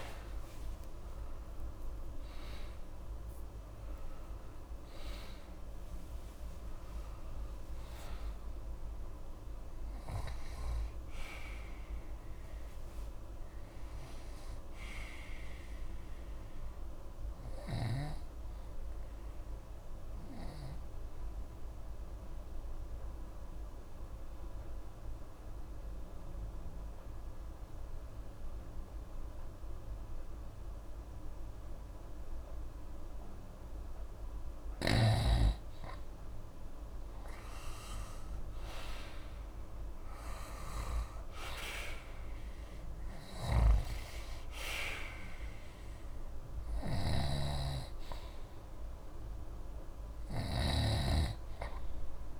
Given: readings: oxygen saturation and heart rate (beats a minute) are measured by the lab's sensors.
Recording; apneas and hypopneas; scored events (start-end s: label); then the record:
breathing in sleep by a room microphone; 1
0.00-6.00 s: arousal
1.50-21.50 s: oxygen desaturation (device-marked, oxygen 95% before, 87% lowest)
21.50-34.50 s: obstructive apnea (oxygen 96% before, 88% lowest)
36.50-52.40 s: oxygen desaturation (device-marked, oxygen 97% before, 88% lowest)
38.00-42.50 s: arousal
43.50-51.00 s: snoring (device-marked)
From the record:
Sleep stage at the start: N2 (light sleep); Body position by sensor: on the right side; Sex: male